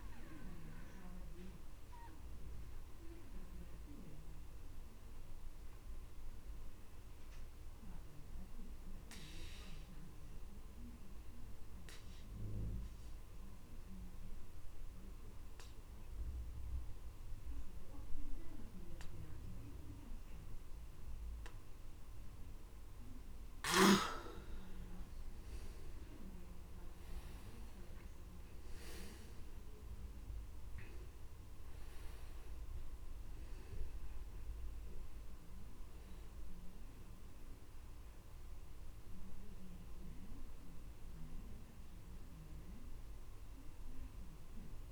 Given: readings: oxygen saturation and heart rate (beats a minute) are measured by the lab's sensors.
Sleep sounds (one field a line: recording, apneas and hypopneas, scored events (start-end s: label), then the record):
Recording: breathing in sleep by a room microphone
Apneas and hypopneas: 1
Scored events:
4.50-22.50 s: obstructive apnea (oxygen 99% before, 89% lowest)
22.50-44.92 s: oxygen desaturation (device-marked, oxygen 97% before, 89% lowest)
25.00-29.50 s: arousal
From the record:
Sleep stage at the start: N2 (light sleep)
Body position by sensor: on the back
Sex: male